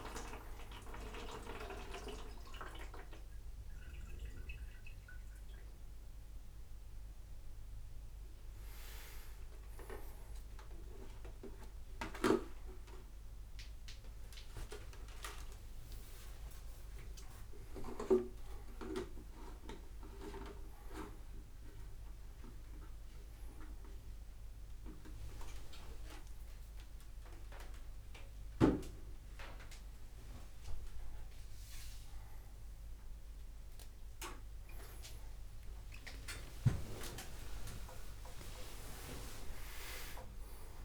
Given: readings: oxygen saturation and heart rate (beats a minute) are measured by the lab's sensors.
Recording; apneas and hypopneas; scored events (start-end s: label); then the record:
a person awake in a sleep study, by a room microphone; none
none scored
From the record:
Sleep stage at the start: awake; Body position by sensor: on the front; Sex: male